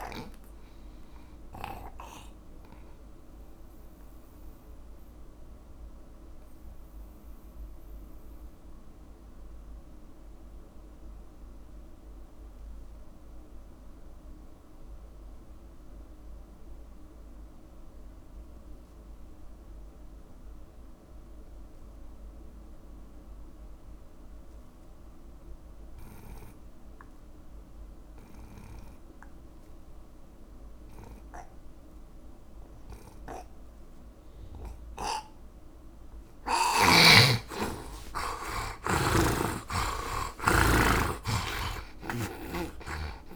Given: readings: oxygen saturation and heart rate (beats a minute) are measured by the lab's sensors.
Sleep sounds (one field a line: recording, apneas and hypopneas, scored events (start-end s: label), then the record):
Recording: breathing in sleep by a room microphone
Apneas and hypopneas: 1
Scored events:
0.00-20.00 s: oxygen desaturation (device-marked, oxygen 83% lowest)
1.00-35.50 s: obstructive apnea (oxygen 100% before, 80% lowest)
25.00-43.35 s: oxygen desaturation (device-marked, oxygen 100% before, 80% lowest)
37.50-42.00 s: arousal
From the record:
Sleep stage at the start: N2 (light sleep)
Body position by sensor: on the right side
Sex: male